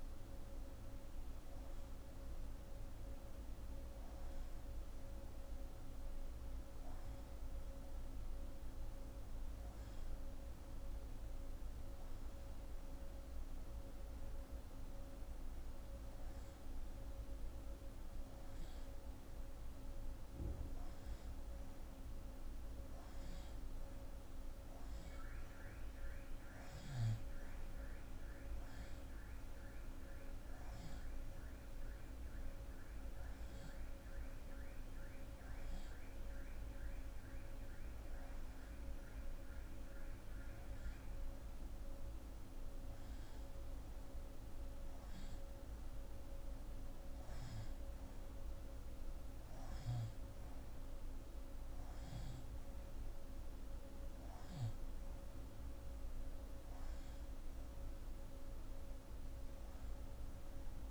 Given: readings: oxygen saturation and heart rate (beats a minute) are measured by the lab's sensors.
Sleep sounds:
breathing in sleep, hard to hear, by a room microphone; none
none scored
From the record:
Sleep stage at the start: N2 (light sleep); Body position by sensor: on the left side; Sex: female

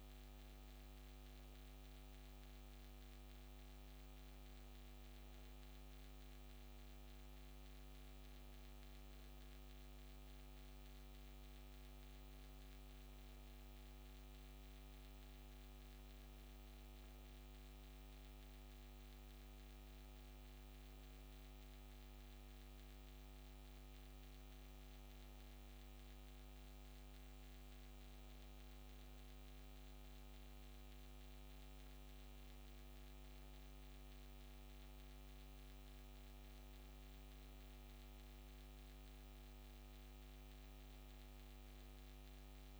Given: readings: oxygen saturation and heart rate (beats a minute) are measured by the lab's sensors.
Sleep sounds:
breathing in sleep, hard to hear, by a microphone on the trachea; none
none scored
From the record:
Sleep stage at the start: N2 (light sleep); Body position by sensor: on the back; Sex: female

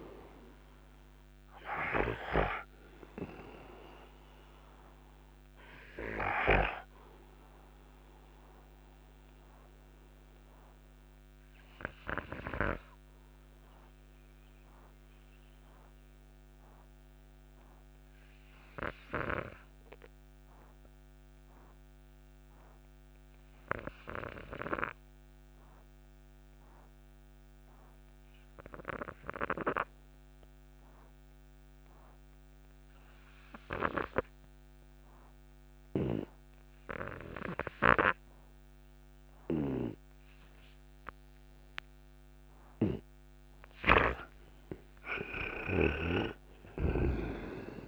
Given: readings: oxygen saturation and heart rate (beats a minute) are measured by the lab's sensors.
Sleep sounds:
breathing in sleep by a microphone on the trachea; 1
0.00-22.00 s: oxygen desaturation (device-marked, oxygen 82% lowest, heart rate 56 extreme)
3.50-43.00 s: obstructive apnea (oxygen 98% before, 82% lowest, heart rate 63 before, 56 extreme, up 19 after)
37.00-47.88 s: oxygen desaturation (device-marked, oxygen 98% before, 84% lowest, heart rate 59 before, 57 extreme)
43.50-47.88 s: snoring (device-marked)
44.50-47.88 s: arousal
From the record:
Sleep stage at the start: N2 (light sleep); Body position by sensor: on the right side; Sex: male

